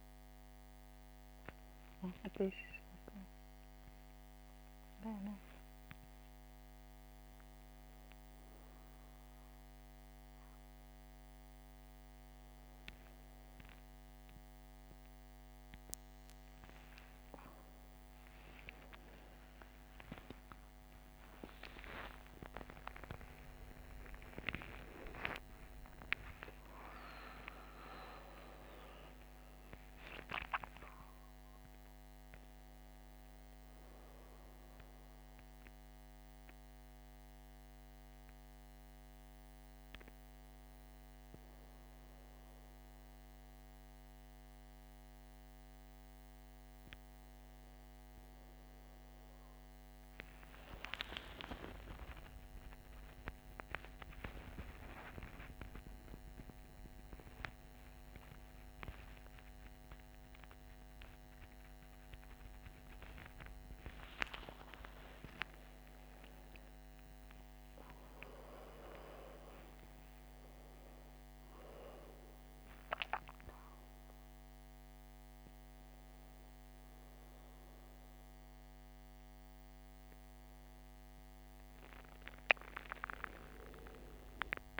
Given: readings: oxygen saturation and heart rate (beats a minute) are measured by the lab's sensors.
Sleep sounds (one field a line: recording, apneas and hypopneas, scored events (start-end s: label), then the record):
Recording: a person awake in a sleep study, by a microphone on the trachea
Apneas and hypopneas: none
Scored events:
none scored
From the record:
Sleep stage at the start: awake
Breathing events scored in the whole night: 179 in 5.8 hours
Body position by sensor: on the back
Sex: female